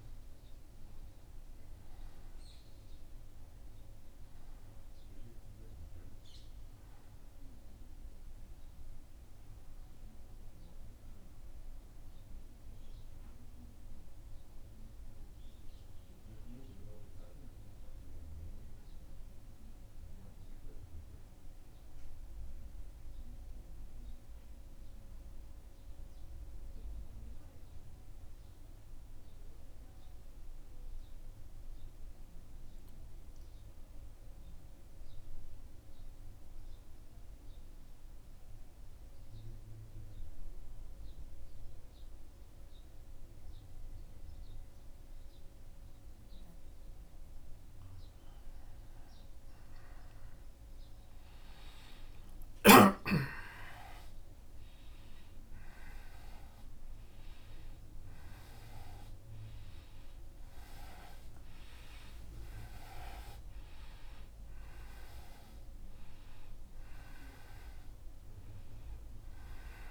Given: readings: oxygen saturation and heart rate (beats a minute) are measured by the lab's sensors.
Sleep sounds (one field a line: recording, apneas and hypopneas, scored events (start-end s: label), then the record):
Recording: breathing in sleep by a room microphone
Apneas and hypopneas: 1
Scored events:
12.50-17.00 s: arousal
19.50-40.50 s: oxygen desaturation (device-marked, oxygen 97% before, 90% lowest, heart rate 82 before, 76 extreme)
20.00-47.00 s: central apnea (oxygen 98% before, 87% lowest, heart rate 82 before, 76 extreme, up 4 after)
51.00-56.00 s: arousal
From the record:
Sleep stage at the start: N1 (lightest sleep)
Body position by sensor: on the back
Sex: male